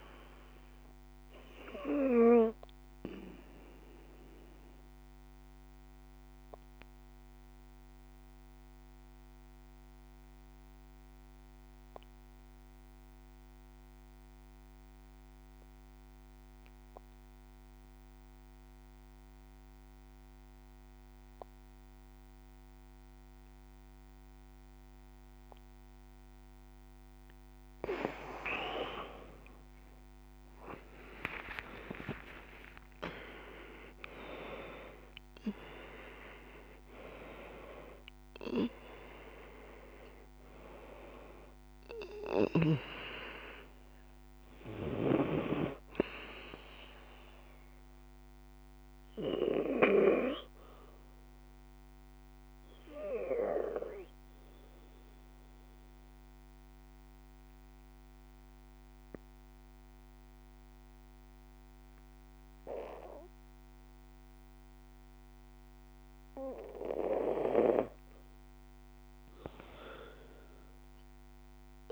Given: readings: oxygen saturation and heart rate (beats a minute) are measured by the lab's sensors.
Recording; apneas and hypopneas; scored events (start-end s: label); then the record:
breathing in sleep by a microphone on the trachea; 2
0.00-24.00 s: oxygen desaturation (device-marked, oxygen 83% lowest, heart rate 52 extreme)
1.50-26.00 s: obstructive apnea (oxygen 97% before, 79% lowest, heart rate 65 before, 52 extreme, up 38 after)
28.00-33.00 s: arousal
32.00-69.00 s: oxygen desaturation (device-marked, oxygen 96% before, 79% lowest, heart rate 65 before, 52 extreme)
47.00-66.50 s: obstructive apnea (oxygen 96% before, 79% lowest, heart rate 77 before, 53 extreme, up 8 after)
68.50-71.92 s: arousal
From the record:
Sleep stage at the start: N2 (light sleep); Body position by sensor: on the back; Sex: female